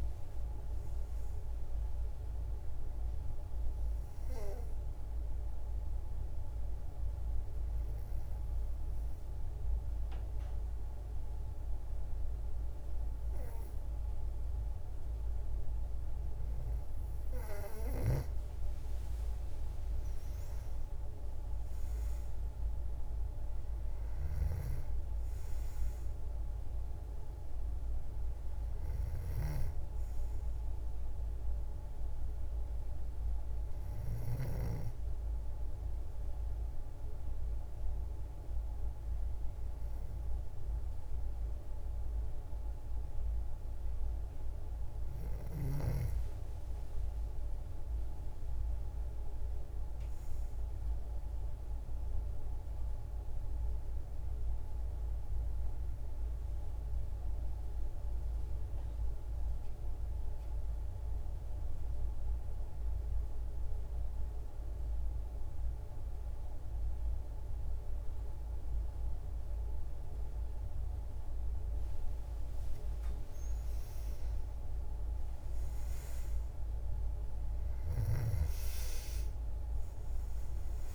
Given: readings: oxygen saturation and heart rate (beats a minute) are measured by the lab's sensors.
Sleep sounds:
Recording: breathing in sleep, hard to hear, by a room microphone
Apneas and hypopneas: 2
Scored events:
3.50-17.00 s: obstructive apnea (oxygen 97% before, 92% lowest, heart rate 106 before, 55 extreme, up 27 after)
19.00-23.00 s: arousal
50.50-54.00 s: arousal
56.00-71.50 s: obstructive apnea (oxygen 97% before, 89% lowest, heart rate 71 before, 39 extreme, up 54 after)
74.00-78.00 s: arousal
75.00-80.95 s: oxygen desaturation (device-marked, oxygen 96% before, 89% lowest, heart rate 79 before, 39 extreme)
From the record:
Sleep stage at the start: N2 (light sleep)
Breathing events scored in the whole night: 464 in 7.3 hours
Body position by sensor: on the back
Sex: female

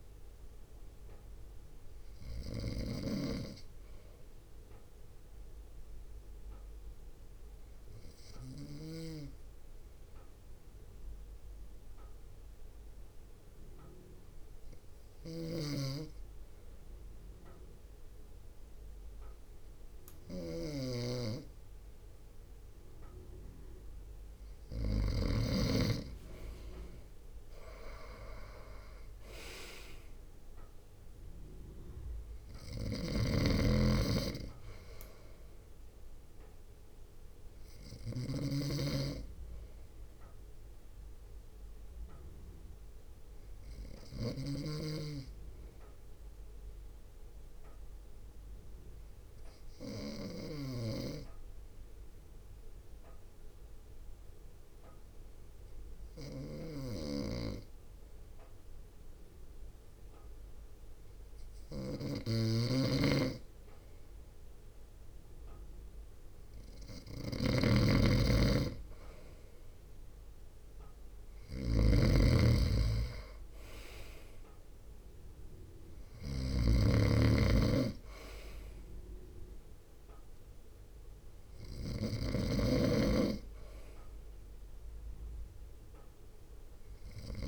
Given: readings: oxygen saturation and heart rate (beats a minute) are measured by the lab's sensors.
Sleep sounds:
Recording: breathing in sleep by a room microphone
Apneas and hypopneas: 2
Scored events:
0.00-3.00 s: snoring (device-marked)
0.00-4.00 s: drop in pulse transit time (device-marked, heart rate 55 extreme)
6.00-23.50 s: obstructive apnea (oxygen 96% before, 95% lowest, heart rate 59 before, 47 extreme, up 2 after)
15.50-25.50 s: snoring (device-marked)
25.50-28.50 s: arousal
30.00-43.00 s: drop in pulse transit time (device-marked, heart rate 60 before, 47 extreme)
33.00-44.50 s: snoring (device-marked)
48.00-63.50 s: obstructive apnea (oxygen 97% before, 95% lowest, heart rate 54 before, 54 extreme)
50.50-87.48 s: snoring (device-marked)
69.00-87.00 s: drop in pulse transit time (device-marked, heart rate 57 before, 54 extreme)
69.50-73.00 s: arousal
From the record:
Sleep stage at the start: N2 (light sleep)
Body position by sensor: on the front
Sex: male

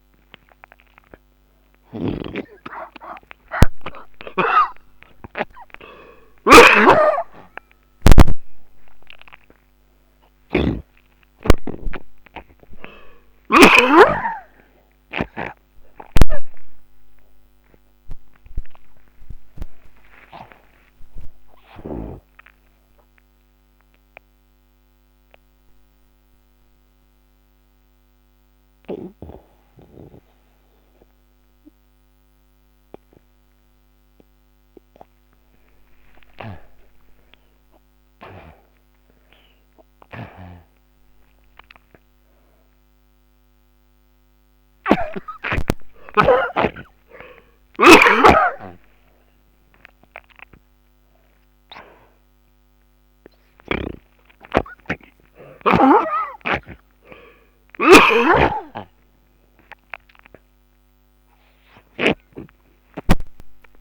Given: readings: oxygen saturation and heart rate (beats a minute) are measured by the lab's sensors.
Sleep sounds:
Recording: a person awake in a sleep study, by a microphone on the trachea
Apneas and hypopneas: none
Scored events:
0.00-4.50 s: oxygen desaturation (device-marked, oxygen 74% lowest)
0.00-14.00 s: snoring (device-marked)
16.00-22.50 s: snoring (device-marked)
44.50-58.50 s: oxygen desaturation (device-marked, oxygen 96% before, 84% lowest)
45.00-62.50 s: snoring (device-marked)
From the record:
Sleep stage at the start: awake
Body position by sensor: on the back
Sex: male

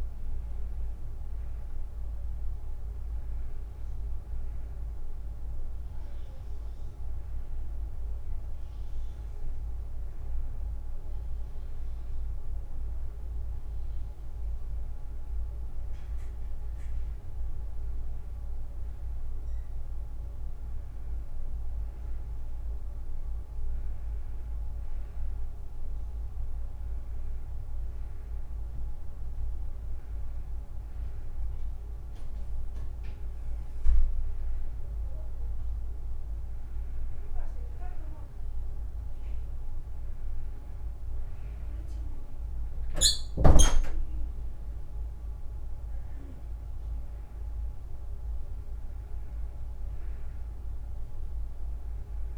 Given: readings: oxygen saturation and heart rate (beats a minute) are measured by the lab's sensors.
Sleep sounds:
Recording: a person awake in a sleep study, hard to hear, by a room microphone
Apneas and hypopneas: none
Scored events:
none scored
From the record:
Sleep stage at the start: awake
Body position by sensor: on the right side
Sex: female

